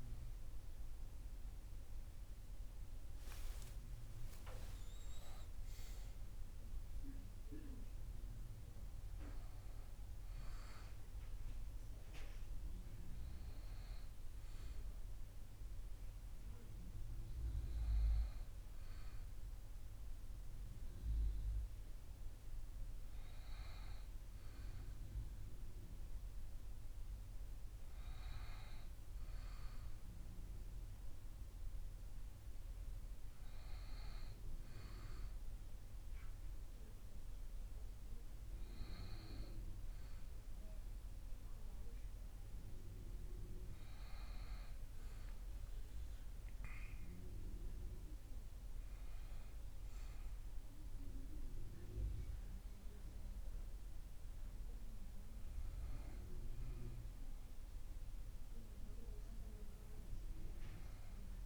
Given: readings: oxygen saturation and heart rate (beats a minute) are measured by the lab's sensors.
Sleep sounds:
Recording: breathing in sleep by a room microphone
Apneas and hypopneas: none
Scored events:
2.50-7.00 s: arousal
From the record:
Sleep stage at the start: REM sleep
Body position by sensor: on the back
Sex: male

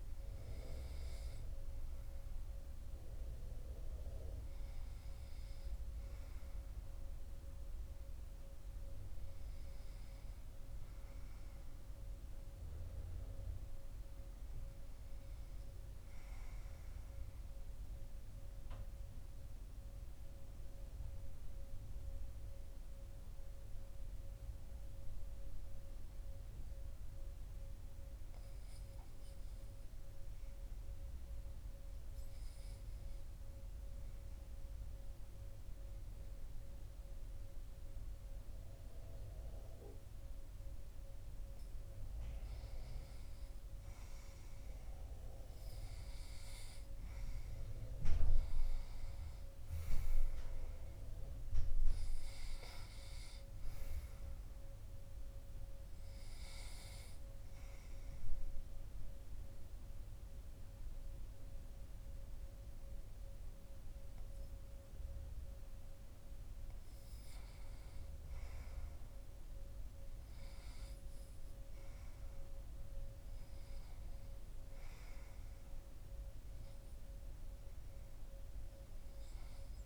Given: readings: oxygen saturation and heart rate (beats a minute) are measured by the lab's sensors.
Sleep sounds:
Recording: breathing in sleep, hard to hear, by a room microphone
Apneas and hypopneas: 2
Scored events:
3.50-6.50 s: oxygen desaturation (device-marked, oxygen 96% before, 93% lowest, heart rate 71 before, 62 extreme)
11.50-21.50 s: oxygen desaturation (device-marked, oxygen 96% before, 92% lowest, heart rate 69 before, 62 extreme)
19.00-41.00 s: hypopnea (oxygen 96% before, 91% lowest, heart rate 65 before, 65 extreme, up 8 after)
43.50-48.00 s: arousal
56.50-79.50 s: oxygen desaturation (device-marked, oxygen 96% before, 91% lowest, heart rate 71 before, 63 extreme)
57.00-67.50 s: obstructive apnea (oxygen 97% before, 91% lowest, heart rate 71 before, 68 extreme, up 5 after)
From the record:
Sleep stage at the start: REM sleep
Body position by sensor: on the back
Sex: male

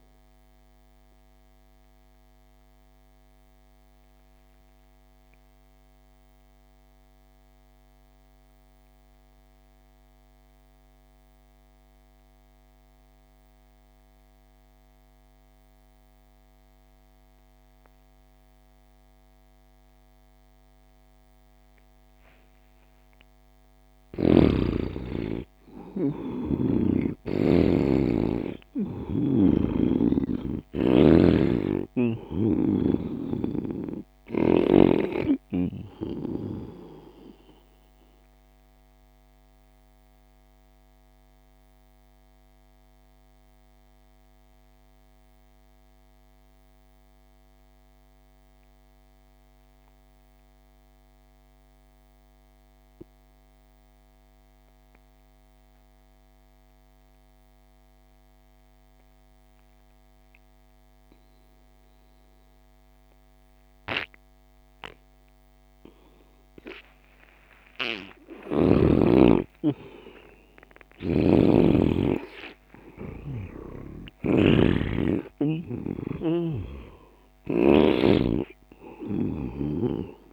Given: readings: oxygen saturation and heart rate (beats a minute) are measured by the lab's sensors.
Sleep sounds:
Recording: breathing in sleep by a microphone on the trachea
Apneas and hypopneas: 2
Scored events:
0.00-8.50 s: oxygen desaturation (device-marked, oxygen 84% lowest)
0.50-22.50 s: obstructive apnea (oxygen 98% before, 84% lowest)
23.50-48.50 s: oxygen desaturation (device-marked, oxygen 99% before, 86% lowest)
24.00-29.00 s: arousal
36.50-68.00 s: obstructive apnea (oxygen 99% before, 83% lowest)
62.50-80.33 s: oxygen desaturation (device-marked, oxygen 98% before, 83% lowest)
68.50-73.00 s: arousal
76.00-80.00 s: snoring (device-marked)
From the record:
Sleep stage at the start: N2 (light sleep)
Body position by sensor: on the back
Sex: male

